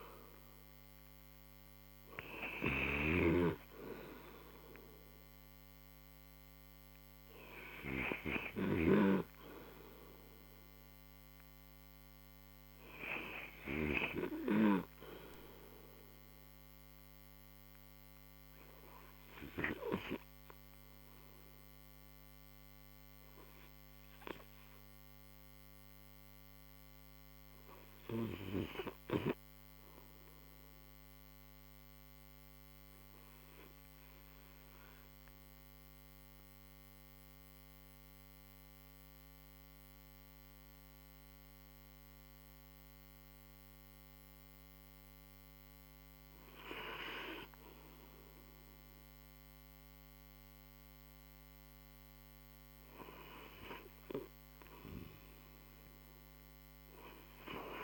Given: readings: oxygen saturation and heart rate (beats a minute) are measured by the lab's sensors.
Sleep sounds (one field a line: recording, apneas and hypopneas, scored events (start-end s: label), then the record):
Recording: breathing in sleep by a microphone on the trachea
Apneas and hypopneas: 1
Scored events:
0.00-1.00 s: oxygen desaturation (device-marked, oxygen 89% lowest)
31.00-46.00 s: central apnea (oxygen 100% before, 87% lowest, heart rate 32 before, 29 extreme)
47.50-51.00 s: arousal
54.00-57.84 s: oxygen desaturation (device-marked, oxygen 96% before, 87% lowest, heart rate 54 before, 28 extreme)
From the record:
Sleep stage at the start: N2 (light sleep)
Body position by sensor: on the right side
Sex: male